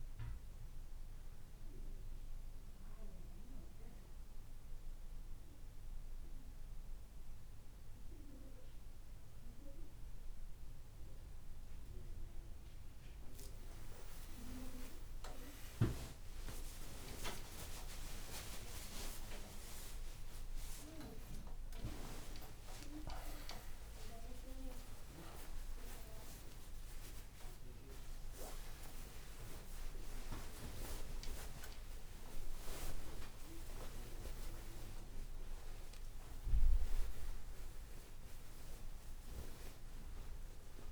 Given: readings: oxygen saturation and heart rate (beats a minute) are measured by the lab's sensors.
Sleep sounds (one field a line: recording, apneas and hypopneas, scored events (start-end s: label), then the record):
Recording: a person awake in a sleep study, by a room microphone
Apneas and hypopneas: none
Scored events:
31.00-33.00 s: tachycardia (device-marked, heart rate 70 before, 74 extreme)
From the record:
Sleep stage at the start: awake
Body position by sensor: on the right side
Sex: male